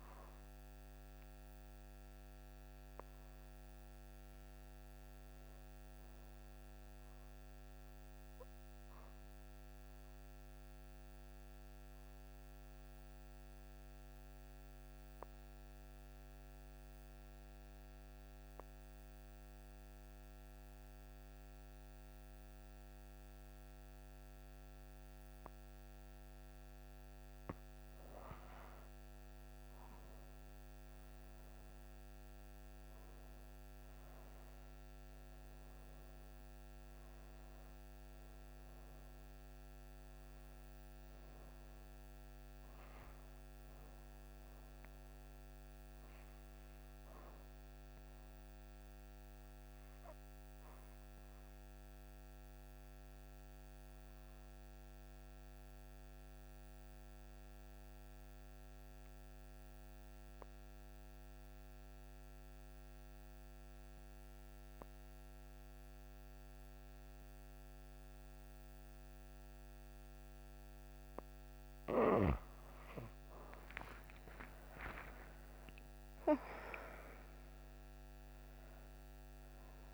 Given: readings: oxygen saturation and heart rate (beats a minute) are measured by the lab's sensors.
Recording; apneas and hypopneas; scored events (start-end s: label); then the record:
breathing in sleep by a microphone on the trachea; 2
0.00-9.00 s: oxygen desaturation (device-marked, oxygen 85% lowest)
9.00-26.50 s: obstructive apnea (oxygen 96% before, 83% lowest)
29.00-61.00 s: oxygen desaturation (device-marked, oxygen 97% before, 83% lowest)
30.00-34.50 s: arousal
48.00-71.00 s: obstructive apnea (oxygen 97% before, 83% lowest)
73.50-78.50 s: arousal
74.00-79.94 s: oxygen desaturation (device-marked, oxygen 98% before, 85% lowest)
From the record:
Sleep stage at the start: N2 (light sleep); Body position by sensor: on the back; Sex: female